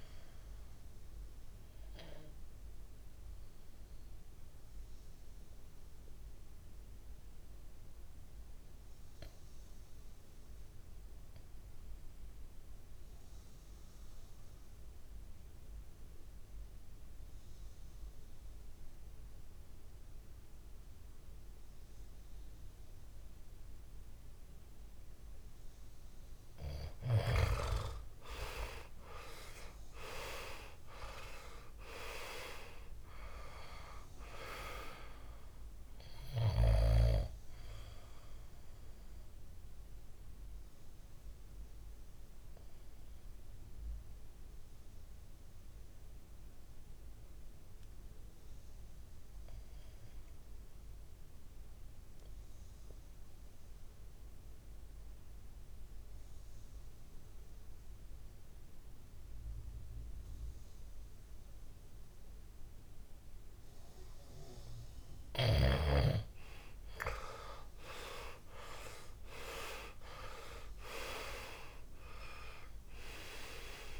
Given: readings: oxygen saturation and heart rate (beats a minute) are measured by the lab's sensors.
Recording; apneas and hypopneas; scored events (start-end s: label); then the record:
breathing in sleep by a room microphone; 2
0.00-9.00 s: oxygen desaturation (device-marked, oxygen 93% lowest, heart rate 61 extreme)
2.00-25.00 s: obstructive apnea (oxygen 98% before, 90% lowest, heart rate 63 before, 60 extreme, up 6 after)
27.00-54.00 s: oxygen desaturation (device-marked, oxygen 98% before, 90% lowest, heart rate 64 before, 60 extreme)
27.50-32.50 s: arousal
38.50-63.00 s: obstructive apnea (oxygen 98% before, 90% lowest, heart rate 66 before, 60 extreme, up 7 after)
64.00-74.00 s: oxygen desaturation (device-marked, oxygen 99% before, 90% lowest, heart rate 63 before, 60 extreme)
66.00-70.50 s: arousal
From the record:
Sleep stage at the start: N2 (light sleep); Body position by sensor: on the back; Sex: male